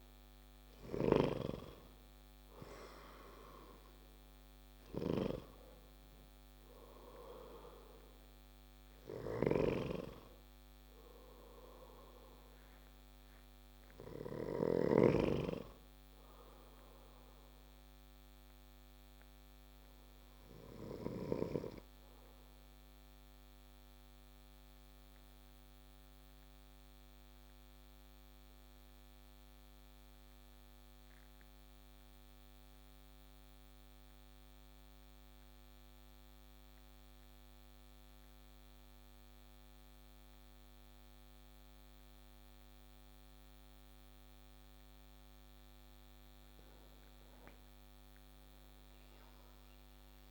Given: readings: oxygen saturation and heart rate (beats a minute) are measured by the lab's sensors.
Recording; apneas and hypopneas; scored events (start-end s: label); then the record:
breathing in sleep by a microphone on the trachea; 1
0.00-32.50 s: oxygen desaturation (device-marked, oxygen 88% lowest)
18.00-43.50 s: obstructive apnea (oxygen 95% before, 88% lowest)
44.00-47.50 s: arousal
From the record:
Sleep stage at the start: N2 (light sleep); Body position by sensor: on the back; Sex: male